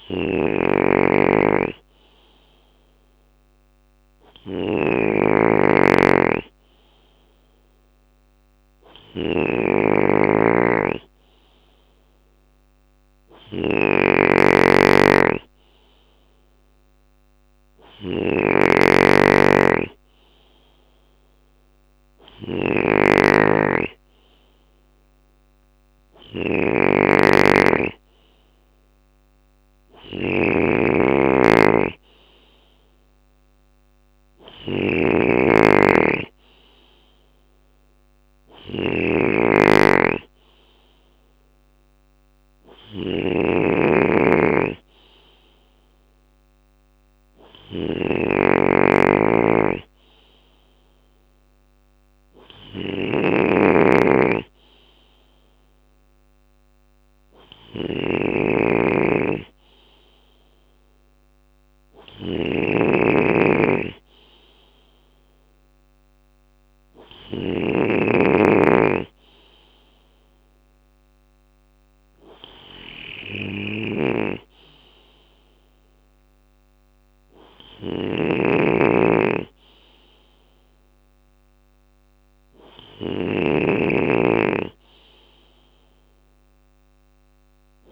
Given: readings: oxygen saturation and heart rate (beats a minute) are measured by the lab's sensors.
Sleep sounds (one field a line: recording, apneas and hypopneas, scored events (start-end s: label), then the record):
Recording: breathing in sleep by a microphone on the trachea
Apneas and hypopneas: none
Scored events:
0.00-66.50 s: snoring (device-marked)
1.00-22.00 s: bradycardia (device-marked, heart rate 62 before, 56 extreme)
23.00-59.00 s: bradycardia (device-marked, heart rate 62 before, 56 extreme)
60.00-87.92 s: bradycardia (device-marked, heart rate 62 before, 55 extreme)
72.50-87.92 s: snoring (device-marked)
From the record:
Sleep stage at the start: N2 (light sleep)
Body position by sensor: on the left side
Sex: male